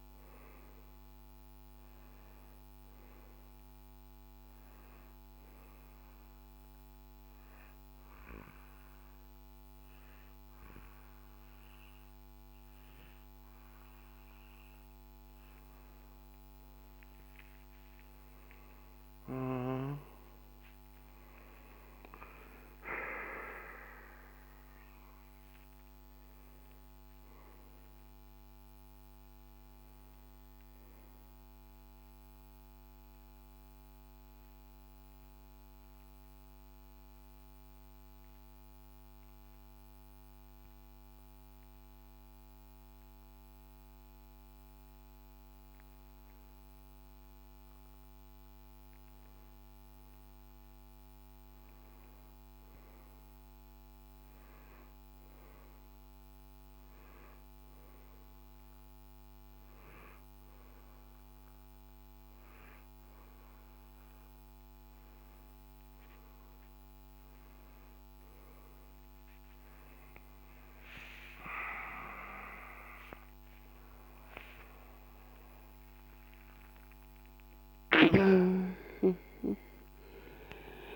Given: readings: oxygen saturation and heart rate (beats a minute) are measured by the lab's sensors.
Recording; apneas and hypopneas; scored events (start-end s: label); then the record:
breathing in sleep by a microphone on the trachea; 3
5.50-15.50 s: obstructive apnea (oxygen 96% before, 92% lowest, heart rate 60 before, 56 extreme, up 13 after)
18.00-23.50 s: arousal
24.00-41.00 s: oxygen desaturation (device-marked, oxygen 96% before, 92% lowest, heart rate 61 before, 54 extreme)
35.00-46.50 s: central apnea (oxygen 96% before, 92% lowest, heart rate 64 before, 54 extreme, up 8 after)
49.50-53.00 s: arousal
54.00-66.00 s: oxygen desaturation (device-marked, oxygen 98% before, 92% lowest, heart rate 58 before, 55 extreme)
58.00-68.00 s: hypopnea (oxygen 99% before, 88% lowest, heart rate 59 before, 56 extreme, up 18 after)
72.00-79.00 s: arousal
From the record:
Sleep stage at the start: N2 (light sleep); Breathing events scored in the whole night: 226 in 5.2 hours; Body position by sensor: on the right side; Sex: male